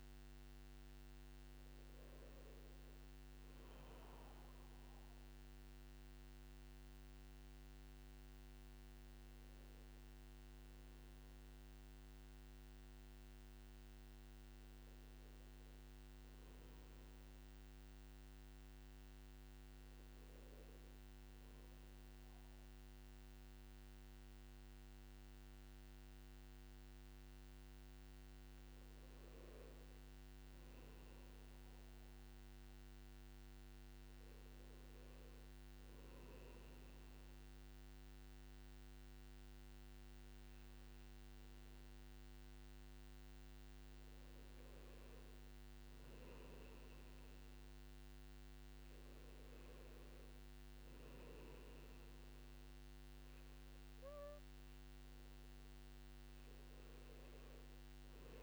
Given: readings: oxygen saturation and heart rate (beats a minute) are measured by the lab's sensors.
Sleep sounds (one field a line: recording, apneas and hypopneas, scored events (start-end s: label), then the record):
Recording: a person partly awake in a sleep study, hard to hear, by a microphone on the trachea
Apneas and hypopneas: none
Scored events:
10.00-40.00 s: new sleep stage, N1 (lightest sleep)
40.00-58.43 s: new sleep stage, N2 (light sleep)
From the record:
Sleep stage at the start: awake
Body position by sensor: on the back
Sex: male